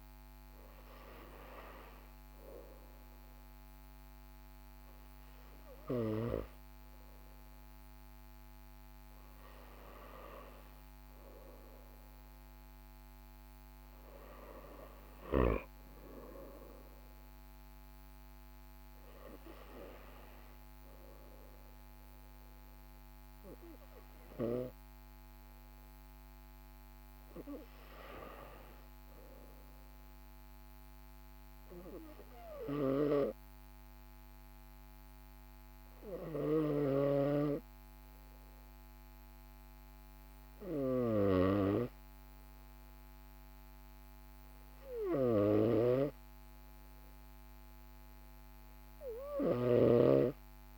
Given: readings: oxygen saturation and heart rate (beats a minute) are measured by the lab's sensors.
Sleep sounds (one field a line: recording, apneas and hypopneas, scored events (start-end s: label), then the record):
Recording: breathing in sleep by a microphone on the trachea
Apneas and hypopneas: none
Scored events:
none scored
From the record:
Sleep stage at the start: N2 (light sleep)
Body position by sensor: on the right side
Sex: male